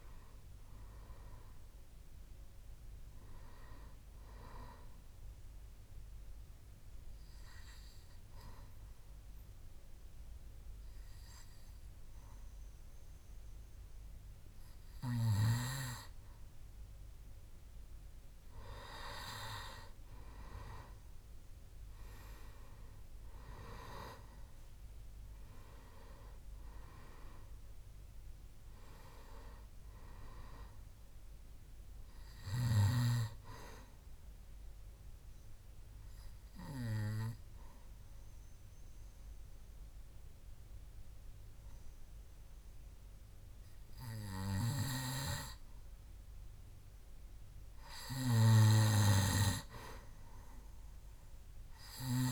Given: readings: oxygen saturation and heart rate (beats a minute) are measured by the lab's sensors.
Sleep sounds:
breathing in sleep by a room microphone; 2
0.00-3.00 s: arousal
0.00-3.50 s: oxygen desaturation (device-marked, oxygen 90% lowest, heart rate 65 extreme)
6.00-17.00 s: obstructive apnea (oxygen 99% before, 94% lowest, heart rate 76 before, 65 extreme, up 5 after)
21.00-25.00 s: arousal
25.50-39.50 s: oxygen desaturation (device-marked, oxygen 98% before, 95% lowest, heart rate 69 before, 67 extreme)
34.50-45.50 s: obstructive apnea (oxygen 99% before, 91% lowest, heart rate 69 before, 67 extreme, up 3 after)
50.00-52.32 s: arousal
From the record:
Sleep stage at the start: N2 (light sleep); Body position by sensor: on the back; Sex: male

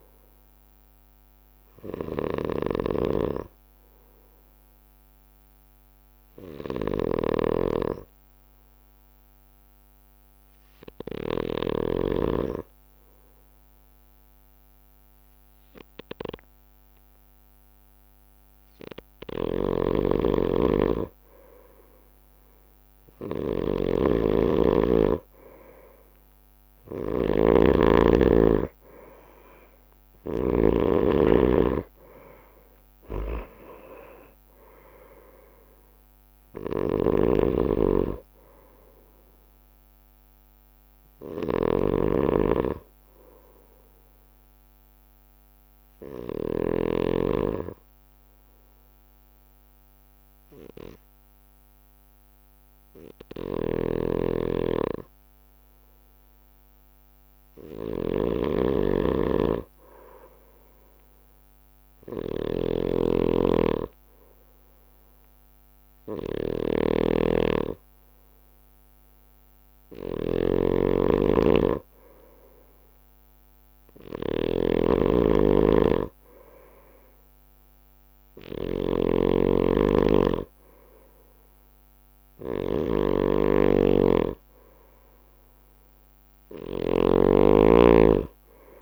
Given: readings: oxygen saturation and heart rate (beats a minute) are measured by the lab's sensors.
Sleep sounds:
breathing in sleep by a microphone on the trachea; 2
0.00-12.00 s: snoring (device-marked)
4.50-19.50 s: hypopnea (oxygen 96% before, 95% lowest)
19.50-31.00 s: snoring (device-marked)
21.50-25.50 s: arousal
37.00-47.00 s: snoring (device-marked)
47.50-58.00 s: obstructive apnea (oxygen 98% before, 94% lowest)
53.50-88.81 s: snoring (device-marked)
61.50-65.50 s: arousal
From the record:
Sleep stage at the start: N2 (light sleep); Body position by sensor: on the right side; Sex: male

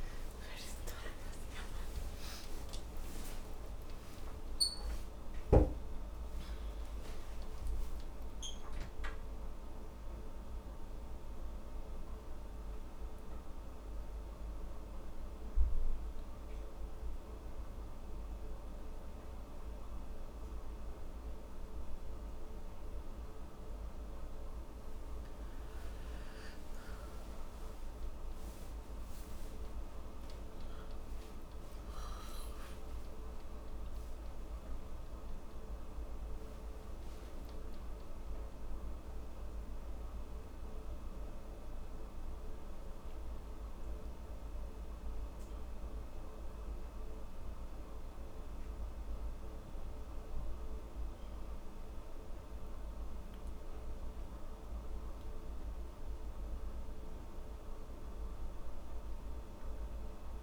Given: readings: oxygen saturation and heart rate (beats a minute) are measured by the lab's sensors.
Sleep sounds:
a person awake in a sleep study, hard to hear, by a room microphone; none
45.50-60.43 s: new sleep stage, N2 (light sleep)
From the record:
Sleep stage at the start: awake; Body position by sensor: on the back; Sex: female

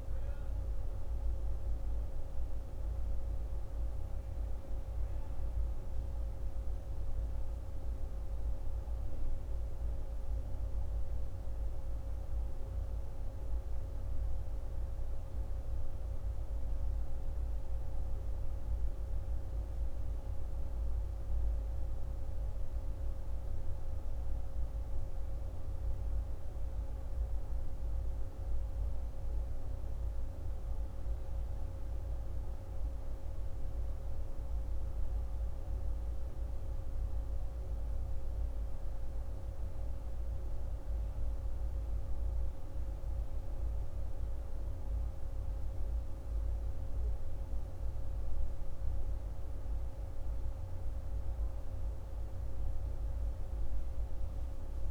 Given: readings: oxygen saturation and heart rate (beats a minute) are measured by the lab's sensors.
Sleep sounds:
a person awake in a sleep study, hard to hear, by a room microphone; none
none scored
From the record:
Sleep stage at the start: awake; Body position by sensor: on the back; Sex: male

